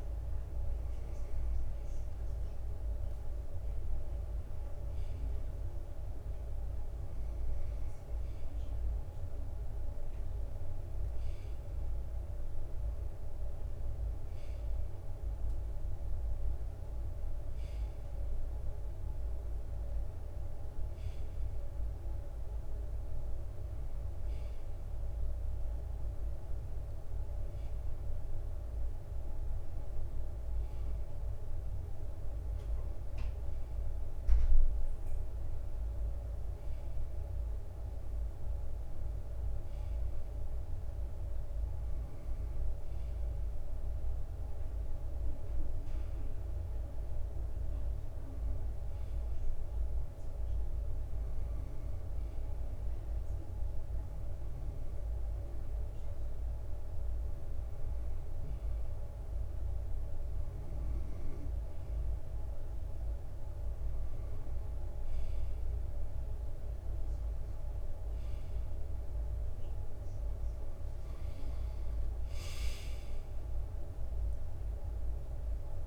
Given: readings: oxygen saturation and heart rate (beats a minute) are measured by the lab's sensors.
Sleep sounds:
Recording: breathing in sleep, hard to hear, by a room microphone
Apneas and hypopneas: none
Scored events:
71.50-75.87 s: drop in pulse transit time (device-marked, heart rate 65 before, 66 extreme)
From the record:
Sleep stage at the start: N2 (light sleep)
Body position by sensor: on the right side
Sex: male

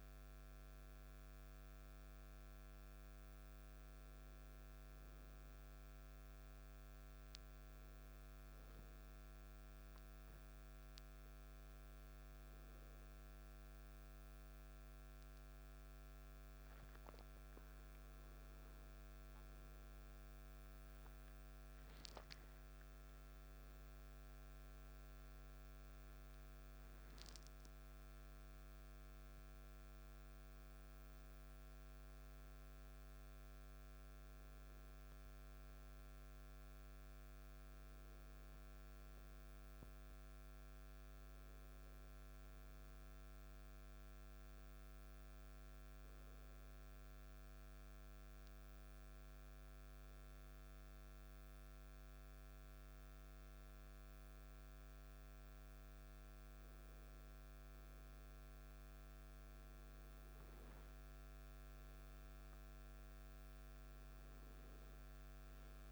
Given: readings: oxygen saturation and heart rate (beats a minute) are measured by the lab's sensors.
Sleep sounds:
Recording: breathing in sleep, hard to hear, by a microphone on the trachea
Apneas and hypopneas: 2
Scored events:
5.00-18.00 s: obstructive apnea (oxygen 99% before, 95% lowest, heart rate 54 before, 52 extreme, up 3 after)
9.50-65.91 s: new sleep stage, N2 (light sleep)
21.50-25.50 s: arousal
44.50-58.50 s: obstructive apnea (oxygen 97% before, 95% lowest, heart rate 56 before, 52 extreme, up 2 after)
From the record:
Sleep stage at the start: N1 (lightest sleep)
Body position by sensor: on the back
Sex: male

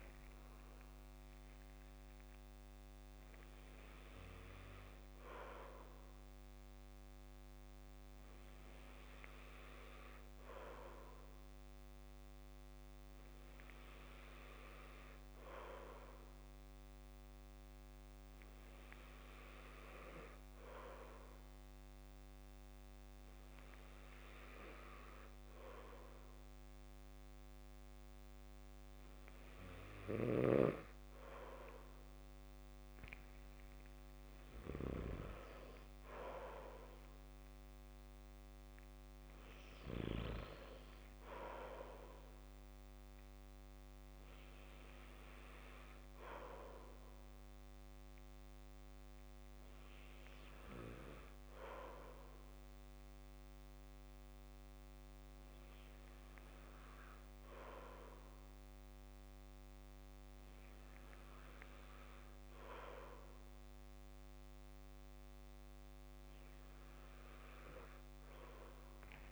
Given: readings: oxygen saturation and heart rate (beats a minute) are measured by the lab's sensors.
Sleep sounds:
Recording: breathing in sleep by a microphone on the trachea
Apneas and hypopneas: none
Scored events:
0.00-2.00 s: long interval between heartbeats (device-marked, heart rate 63 before, 75 extreme)
34.00-36.00 s: long interval between heartbeats (device-marked, heart rate 61 before, 78 extreme)
68.00-69.31 s: tachycardia (device-marked, heart rate 62 before, 109 extreme)
From the record:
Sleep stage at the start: N2 (light sleep)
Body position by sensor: on the back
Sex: male

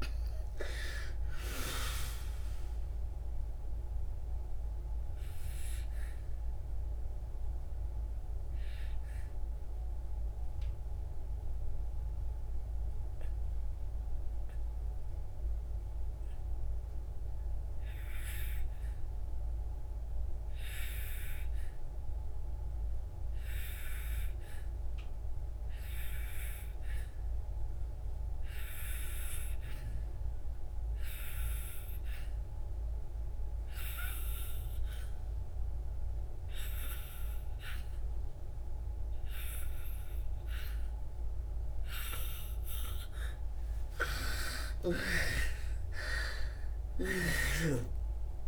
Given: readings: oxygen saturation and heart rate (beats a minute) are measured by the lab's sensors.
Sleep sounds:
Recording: breathing in sleep by a room microphone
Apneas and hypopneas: 1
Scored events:
0.00-1.50 s: arousal
0.00-27.00 s: oxygen desaturation (device-marked, oxygen 76% lowest, heart rate 54 extreme)
4.50-44.00 s: obstructive apnea (oxygen 98% before, 76% lowest, heart rate 65 before, 58 extreme, up 21 after)
32.00-48.48 s: oxygen desaturation (device-marked, oxygen 97% before, 82% lowest, heart rate 63 before, 58 extreme)
44.50-48.48 s: arousal
47.00-48.48 s: snoring (device-marked)
From the record:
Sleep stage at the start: N2 (light sleep)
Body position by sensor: on the back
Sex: female

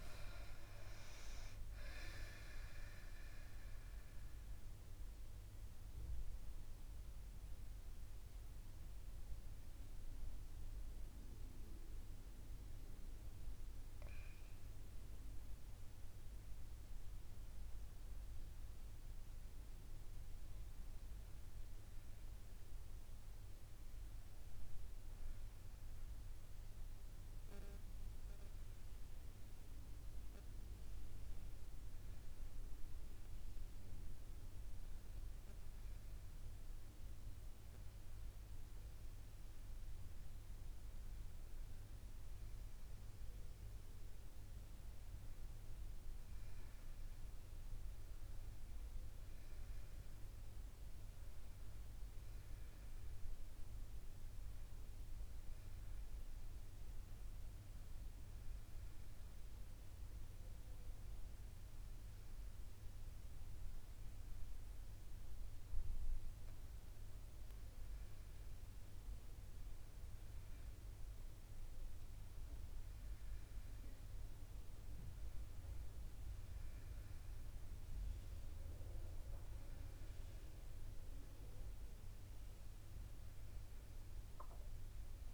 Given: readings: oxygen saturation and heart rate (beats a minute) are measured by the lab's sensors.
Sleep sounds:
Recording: breathing in sleep, hard to hear, by a room microphone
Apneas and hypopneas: 2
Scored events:
0.00-1.50 s: arousal
4.00-17.00 s: central apnea (oxygen 97% before, 95% lowest, heart rate 72 before, 69 extreme, up 3 after)
13.00-73.00 s: new sleep stage, N2 (light sleep)
21.00-27.00 s: arousal
48.00-72.00 s: oxygen desaturation (device-marked, oxygen 98% before, 95% lowest, heart rate 71 before, 71 extreme)
52.50-56.50 s: arousal
61.50-72.00 s: hypopnea (oxygen 98% before, 94% lowest, heart rate 72 before, 71 extreme, up 0 after)
73.00-85.34 s: new sleep stage, N1 (lightest sleep)
From the record:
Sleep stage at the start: N1 (lightest sleep)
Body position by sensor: on the back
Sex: female

